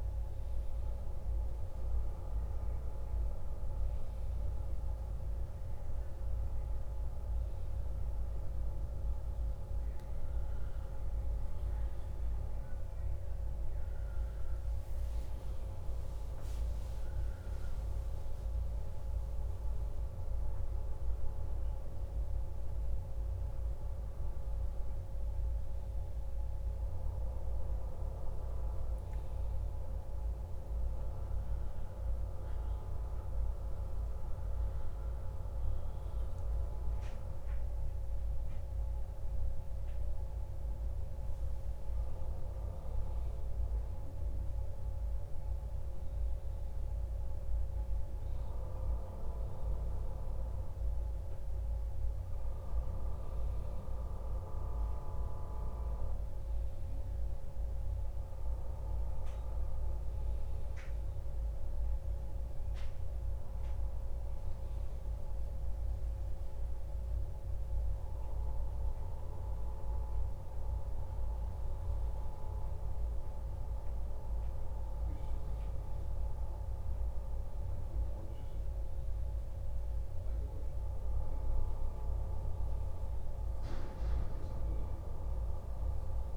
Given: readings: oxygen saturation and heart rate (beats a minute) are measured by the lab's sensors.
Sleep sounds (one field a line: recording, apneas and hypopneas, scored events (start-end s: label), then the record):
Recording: a person awake in a sleep study, hard to hear, by a room microphone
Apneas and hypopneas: none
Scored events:
none scored
From the record:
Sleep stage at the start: awake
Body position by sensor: on the back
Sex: male